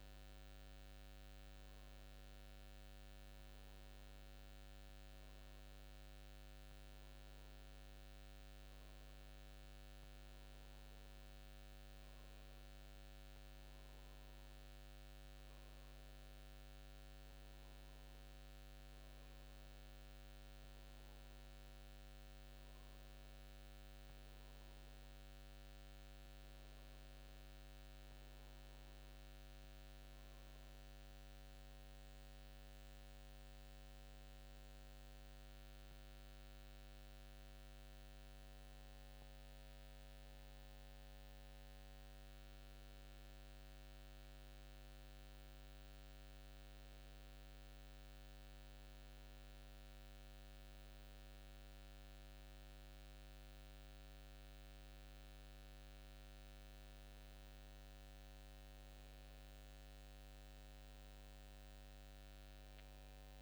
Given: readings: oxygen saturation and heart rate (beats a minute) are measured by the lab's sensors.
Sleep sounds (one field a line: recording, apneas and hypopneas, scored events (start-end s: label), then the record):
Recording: breathing in sleep, hard to hear, by a microphone on the trachea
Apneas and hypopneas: none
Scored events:
none scored
From the record:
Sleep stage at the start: N2 (light sleep)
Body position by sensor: on the back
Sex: male